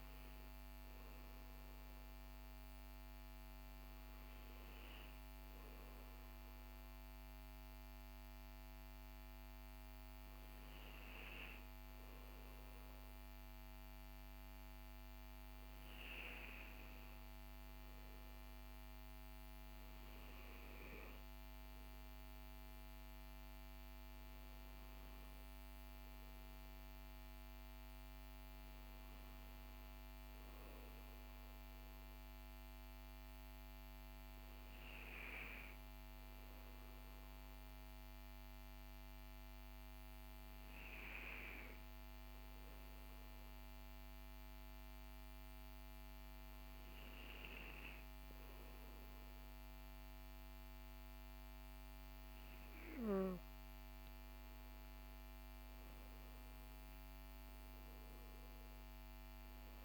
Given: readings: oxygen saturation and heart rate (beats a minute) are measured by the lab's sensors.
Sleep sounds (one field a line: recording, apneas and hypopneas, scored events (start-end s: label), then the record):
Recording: breathing in sleep by a microphone on the trachea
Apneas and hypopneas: none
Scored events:
none scored
From the record:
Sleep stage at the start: N2 (light sleep)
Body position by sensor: on the back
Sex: male